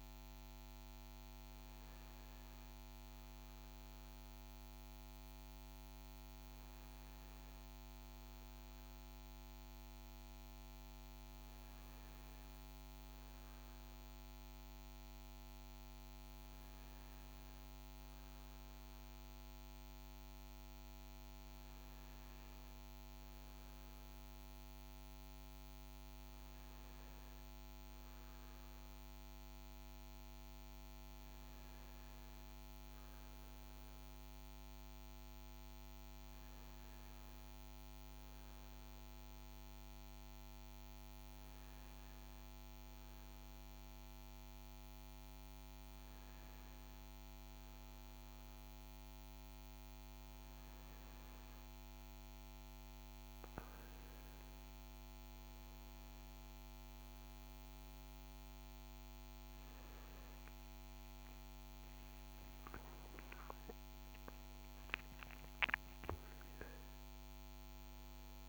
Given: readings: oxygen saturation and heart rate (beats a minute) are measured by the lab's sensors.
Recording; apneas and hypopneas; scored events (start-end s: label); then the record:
breathing in sleep, hard to hear, by a microphone on the trachea; none
61.50-66.50 s: arousal
From the record:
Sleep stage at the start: N1 (lightest sleep); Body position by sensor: on the front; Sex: male